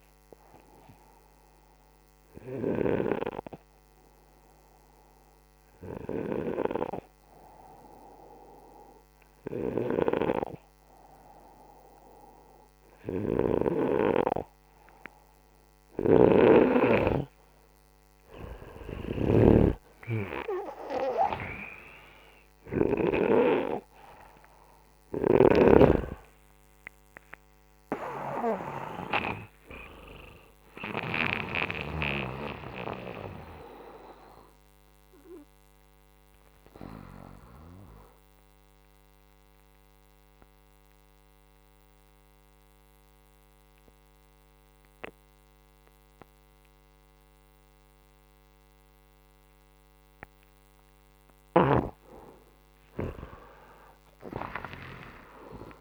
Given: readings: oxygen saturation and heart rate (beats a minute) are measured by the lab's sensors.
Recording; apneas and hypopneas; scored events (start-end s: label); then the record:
breathing in sleep by a microphone on the trachea; 2
0.50-11.50 s: hypopnea (oxygen 97% before, 93% lowest, heart rate 69 before, 67 extreme, up 4 after)
14.50-18.50 s: arousal
15.50-19.00 s: snoring (device-marked)
20.50-49.50 s: oxygen desaturation (device-marked, oxygen 96% before, 93% lowest, heart rate 70 before, 64 extreme)
37.50-51.00 s: obstructive apnea (oxygen 96% before, 92% lowest, heart rate 81 before, 64 extreme, up 16 after)
52.00-55.00 s: arousal
54.50-55.81 s: oxygen desaturation (device-marked, oxygen 99% before, 92% lowest, heart rate 72 before, 64 extreme)
From the record:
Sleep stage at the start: N2 (light sleep); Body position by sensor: upright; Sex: male